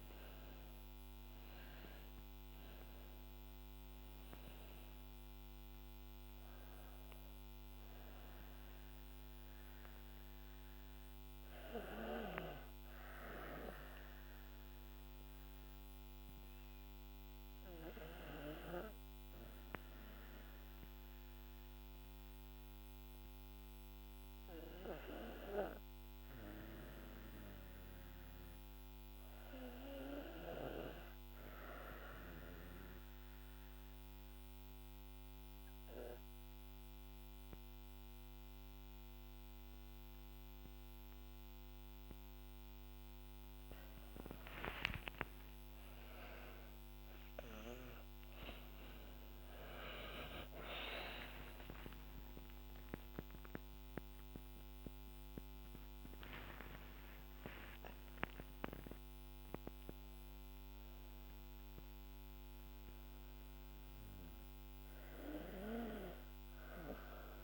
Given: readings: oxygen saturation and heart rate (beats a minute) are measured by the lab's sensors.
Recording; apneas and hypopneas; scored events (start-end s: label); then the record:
breathing in sleep by a microphone on the trachea; 1
0.00-1.50 s: arousal
0.00-1.50 s: oxygen desaturation (device-marked, oxygen 92% lowest, heart rate 52 extreme)
6.50-25.50 s: oxygen desaturation (device-marked, oxygen 94% before, 84% lowest, heart rate 56 before, 52 extreme)
31.00-42.50 s: obstructive apnea (oxygen 100% before, 91% lowest, heart rate 54 before, 52 extreme, up 10 after)
46.50-67.44 s: oxygen desaturation (device-marked, oxygen 98% before, 91% lowest, heart rate 54 before, 48 extreme)
50.00-55.00 s: arousal
From the record:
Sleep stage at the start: N2 (light sleep); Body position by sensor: on the back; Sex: female